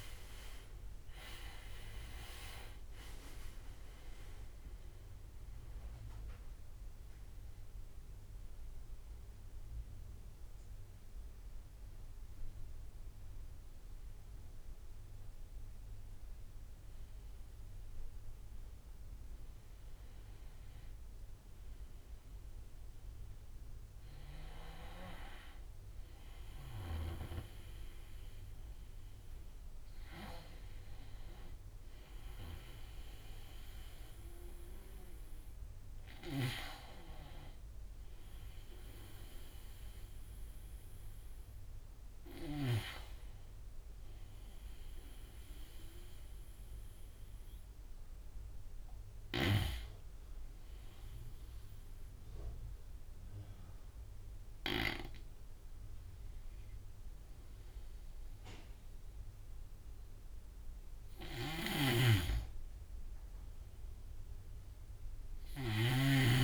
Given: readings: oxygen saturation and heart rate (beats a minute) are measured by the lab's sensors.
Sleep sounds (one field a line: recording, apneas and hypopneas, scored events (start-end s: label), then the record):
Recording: breathing in sleep by a room microphone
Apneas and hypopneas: 1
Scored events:
0.00-2.00 s: arousal
0.00-22.00 s: oxygen desaturation (device-marked, oxygen 82% before, 76% lowest)
35.50-42.00 s: snoring (device-marked)
50.00-60.00 s: hypopnea (oxygen 98% before, 91% lowest)
60.50-66.44 s: snoring (device-marked)
62.00-66.44 s: oxygen desaturation (device-marked, oxygen 97% before, 92% lowest)
62.50-66.00 s: arousal
From the record:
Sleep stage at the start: REM sleep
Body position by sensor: on the right side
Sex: male